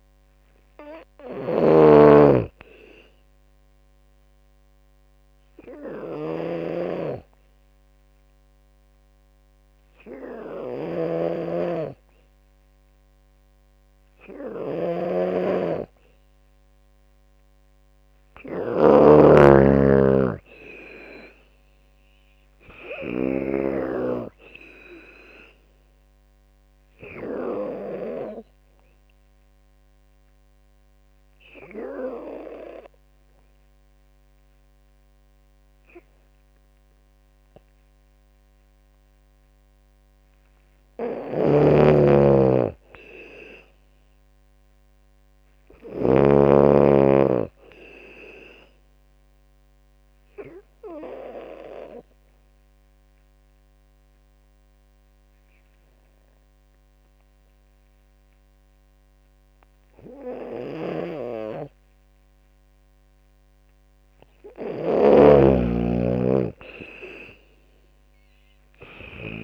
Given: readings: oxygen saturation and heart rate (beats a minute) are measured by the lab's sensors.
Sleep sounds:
breathing in sleep by a microphone on the trachea; 3
0.00-9.00 s: drop in pulse transit time (device-marked, heart rate 78 extreme)
0.00-16.00 s: oxygen desaturation (device-marked, oxygen 96% before, 92% lowest, heart rate 78 before, 70 extreme)
0.00-23.00 s: snoring (device-marked)
1.00-15.00 s: obstructive apnea (oxygen 96% before, 90% lowest, heart rate 78 before, 70 extreme, up 5 after)
19.00-22.00 s: arousal
21.00-31.00 s: drop in pulse transit time (device-marked, heart rate 80 before, 78 extreme)
23.00-41.00 s: oxygen desaturation (device-marked, oxygen 96% before, 90% lowest, heart rate 79 before, 69 extreme)
27.50-39.50 s: obstructive apnea (oxygen 96% before, 90% lowest, heart rate 81 before, 69 extreme, up 11 after)
41.00-46.00 s: snoring (device-marked)
42.00-45.50 s: arousal
43.00-53.00 s: drop in pulse transit time (device-marked, heart rate 78 before, 78 extreme)
48.00-64.00 s: oxygen desaturation (device-marked, oxygen 98% before, 93% lowest, heart rate 76 before, 69 extreme)
49.50-63.00 s: obstructive apnea (oxygen 98% before, 92% lowest, heart rate 76 before, 69 extreme, up 17 after)
60.50-69.44 s: snoring (device-marked)
64.50-67.50 s: arousal
66.00-69.44 s: oxygen desaturation (device-marked, oxygen 98% before, 92% lowest, heart rate 75 before, 71 extreme)
67.00-69.44 s: drop in pulse transit time (device-marked, heart rate 75 before, 78 extreme)
From the record:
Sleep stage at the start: N2 (light sleep); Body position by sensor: on the back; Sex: female

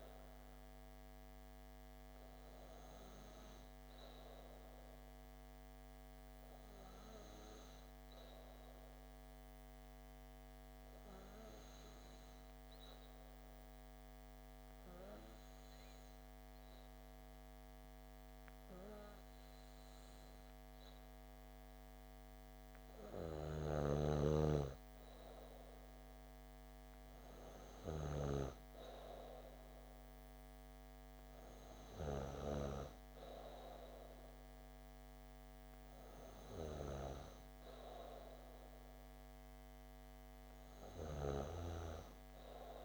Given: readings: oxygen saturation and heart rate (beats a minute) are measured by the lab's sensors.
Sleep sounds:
breathing in sleep by a microphone on the trachea; 1
8.00-21.50 s: hypopnea (oxygen 96% before, 93% lowest)
23.00-26.00 s: arousal
From the record:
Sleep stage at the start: N2 (light sleep); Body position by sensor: on the back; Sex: female

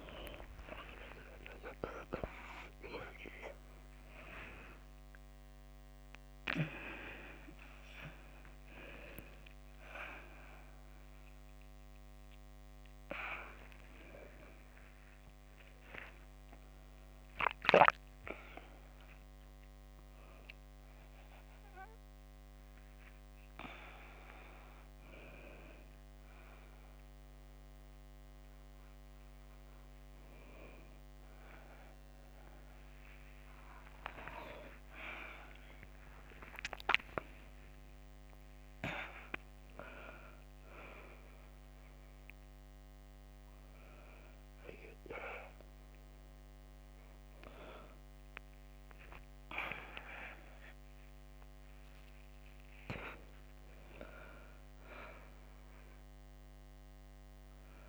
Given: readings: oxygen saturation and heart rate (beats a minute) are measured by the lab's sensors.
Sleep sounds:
a person awake in a sleep study, by a microphone on the trachea; none
19.50-57.89 s: oxygen desaturation (device-marked, oxygen 94% before, 86% lowest)
From the record:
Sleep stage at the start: awake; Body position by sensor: on the right side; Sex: female

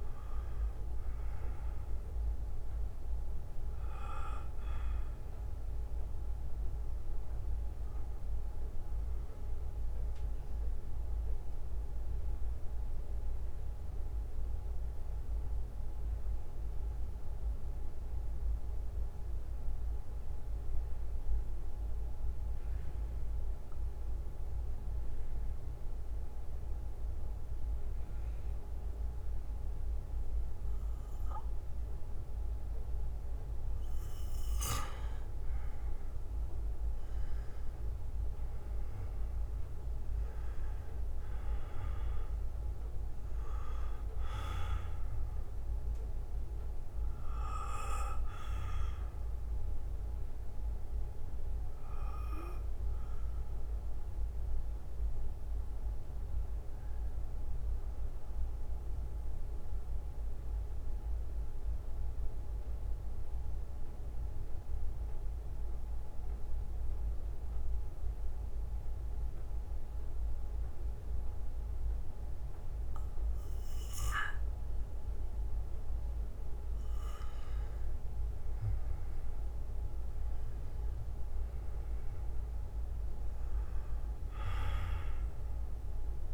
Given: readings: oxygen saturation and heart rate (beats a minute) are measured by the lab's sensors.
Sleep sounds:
breathing in sleep by a room microphone; 2
4.00-6.00 s: bradycardia (device-marked, heart rate 60 before, 61 extreme)
7.00-9.00 s: bradycardia (device-marked, heart rate 60 before, 55 extreme)
11.00-13.00 s: bradycardia (device-marked, heart rate 60 before, 53 extreme)
11.00-27.00 s: oxygen desaturation (device-marked, oxygen 96% before, 92% lowest, heart rate 63 before, 56 extreme)
11.50-33.50 s: central apnea (oxygen 97% before, 89% lowest, heart rate 63 before, 50 extreme, up 8 after)
21.00-34.00 s: bradycardia (device-marked, heart rate 60 before, 56 extreme)
36.00-40.00 s: arousal
40.00-42.00 s: bradycardia (device-marked, heart rate 60 before, 59 extreme)
42.00-71.00 s: oxygen desaturation (device-marked, oxygen 98% before, 89% lowest, heart rate 59 before, 50 extreme)
43.00-66.00 s: bradycardia (device-marked, heart rate 60 before, 50 extreme)
54.00-76.50 s: mixed apnea (oxygen 98% before, 89% lowest, heart rate 59 before, 52 extreme, up 13 after)
69.00-71.00 s: bradycardia (device-marked, heart rate 60 before, 59 extreme)
73.00-77.00 s: bradycardia (device-marked, heart rate 60 before, 57 extreme)
78.50-82.50 s: arousal
84.00-86.00 s: bradycardia (device-marked, heart rate 60 before, 62 extreme)
From the record:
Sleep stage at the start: N2 (light sleep); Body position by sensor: on the back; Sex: male

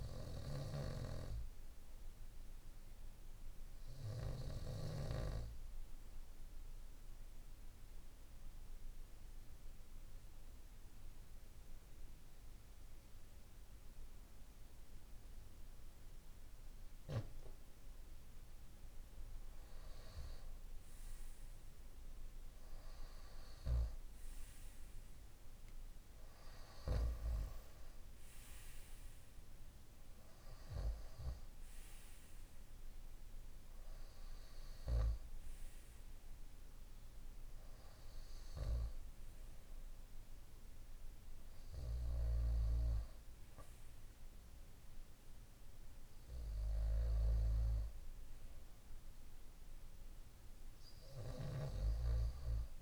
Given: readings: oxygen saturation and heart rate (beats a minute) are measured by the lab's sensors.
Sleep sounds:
breathing in sleep by a room microphone; 1
0.00-5.00 s: snoring (device-marked)
6.50-19.00 s: obstructive apnea (oxygen 95% before, 93% lowest, heart rate 56 before, 53 extreme, up 9 after)
22.50-26.50 s: arousal
From the record:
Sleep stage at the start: N2 (light sleep); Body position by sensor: on the right side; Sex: male

